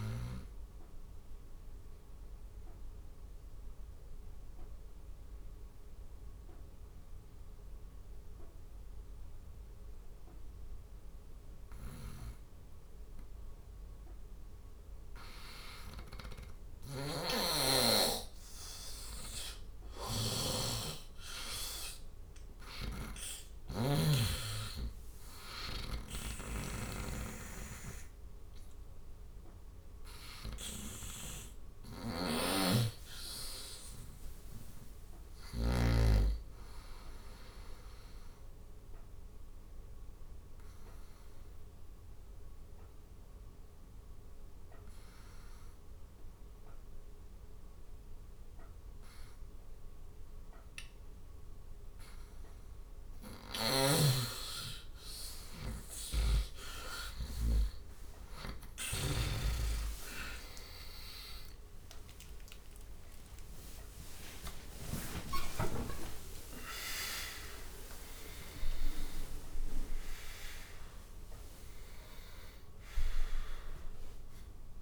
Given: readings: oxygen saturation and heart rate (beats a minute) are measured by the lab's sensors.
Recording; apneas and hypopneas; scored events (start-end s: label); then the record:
breathing in sleep by a room microphone; 2
0.50-13.50 s: obstructive apnea (oxygen 97% before, 89% lowest, heart rate 78 before, 69 extreme, up 5 after)
12.50-22.50 s: oxygen desaturation (device-marked, oxygen 95% before, 89% lowest, heart rate 75 before, 66 extreme)
15.50-19.00 s: arousal
16.00-20.00 s: snoring (device-marked)
22.00-35.50 s: snoring (device-marked)
39.00-54.00 s: obstructive apnea (oxygen 97% before, 92% lowest, heart rate 80 before, 66 extreme, up 11 after)
55.50-59.50 s: arousal
56.00-58.00 s: long interval between heartbeats (device-marked, heart rate 72 before, 66 extreme)
From the record:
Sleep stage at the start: N2 (light sleep); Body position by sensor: on the right side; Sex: male